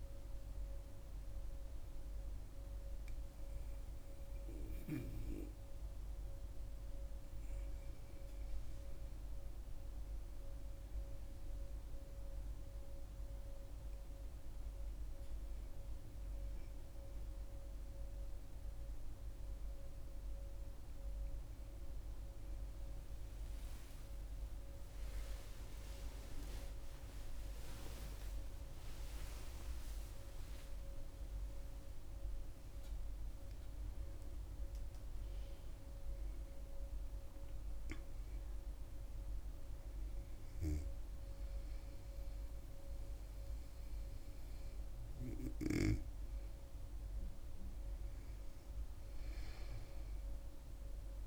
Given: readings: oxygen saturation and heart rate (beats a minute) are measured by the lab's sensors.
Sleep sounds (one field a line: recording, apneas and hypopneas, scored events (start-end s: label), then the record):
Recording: breathing in sleep, hard to hear, by a room microphone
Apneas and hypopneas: none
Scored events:
18.50-23.00 s: arousal
From the record:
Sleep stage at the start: N2 (light sleep)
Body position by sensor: on the back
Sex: female